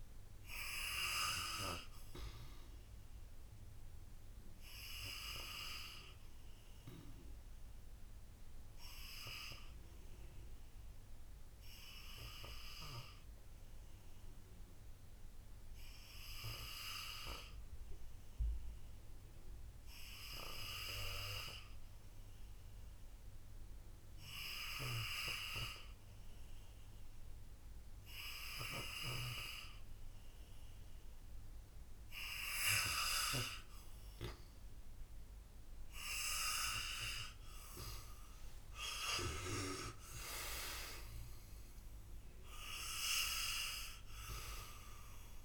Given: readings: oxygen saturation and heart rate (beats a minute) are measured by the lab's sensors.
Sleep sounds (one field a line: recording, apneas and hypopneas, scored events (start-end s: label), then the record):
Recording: breathing in sleep by a room microphone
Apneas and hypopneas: 1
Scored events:
0.00-23.00 s: oxygen desaturation (device-marked, oxygen 81% lowest, heart rate 57 extreme)
4.00-32.50 s: obstructive apnea (oxygen 98% before, 81% lowest, heart rate 64 before, 57 extreme, up 5 after)
33.00-45.45 s: oxygen desaturation (device-marked, oxygen 90% before, 81% lowest, heart rate 59 before, 56 extreme)
35.00-40.50 s: arousal
From the record:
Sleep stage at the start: N2 (light sleep)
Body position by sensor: on the back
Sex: male